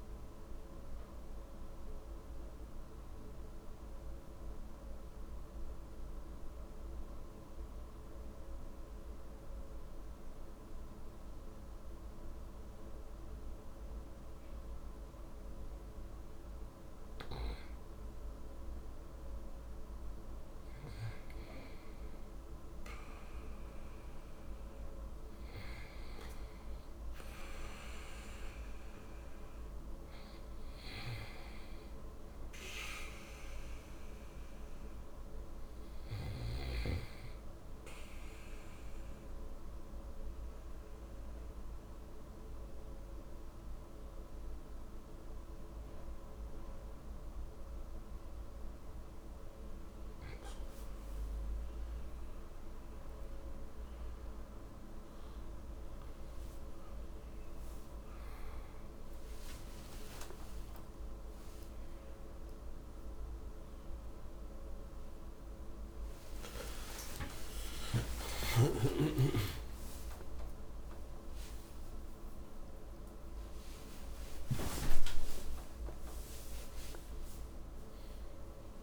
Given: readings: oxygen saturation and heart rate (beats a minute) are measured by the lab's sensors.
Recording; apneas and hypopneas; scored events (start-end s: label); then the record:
a person partly awake in a sleep study, by a room microphone; 2
2.00-17.50 s: central apnea (oxygen 98% before, 94% lowest, heart rate 65 before, 52 extreme, up 6 after)
18.00-22.50 s: arousal
22.50-43.50 s: oxygen desaturation (device-marked, oxygen 97% before, 94% lowest, heart rate 55 before, 54 extreme)
39.00-50.00 s: mixed apnea (oxygen 98% before, 94% lowest, heart rate 57 before, 54 extreme, up 16 after)
47.50-77.50 s: new sleep stage, awake
63.50-71.50 s: tachycardia (device-marked, heart rate 61 before, 148 extreme)
77.50-78.83 s: new sleep stage, N1 (lightest sleep)
From the record:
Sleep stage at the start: N2 (light sleep); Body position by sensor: on the back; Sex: male